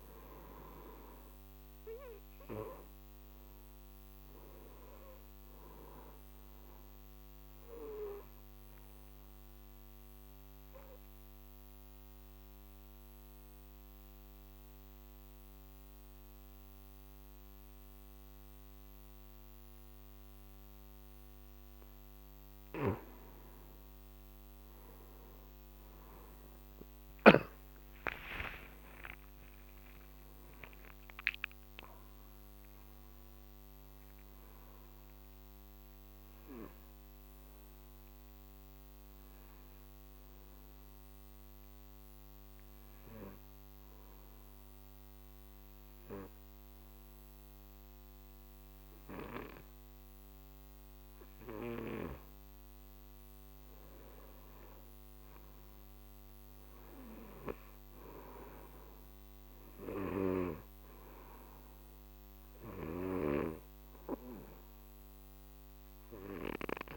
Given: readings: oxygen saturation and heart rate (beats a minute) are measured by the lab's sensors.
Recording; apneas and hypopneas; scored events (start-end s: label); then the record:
breathing in sleep by a microphone on the trachea; 2
2.00-17.00 s: oxygen desaturation (device-marked, oxygen 98% before, 92% lowest, heart rate 53 before, 46 extreme)
7.50-21.50 s: mixed apnea (oxygen 98% before, 89% lowest, heart rate 53 before, 46 extreme, up 29 after)
24.50-28.50 s: arousal
28.00-53.00 s: oxygen desaturation (device-marked, oxygen 98% before, 89% lowest, heart rate 54 before, 46 extreme)
40.50-53.50 s: obstructive apnea (oxygen 98% before, 89% lowest, heart rate 63 before, 49 extreme, up 13 after)
56.00-59.50 s: arousal
63.00-66.97 s: oxygen desaturation (device-marked, oxygen 98% before, 91% lowest, heart rate 53 before, 50 extreme)
From the record:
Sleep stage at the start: N2 (light sleep); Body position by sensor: on the back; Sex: male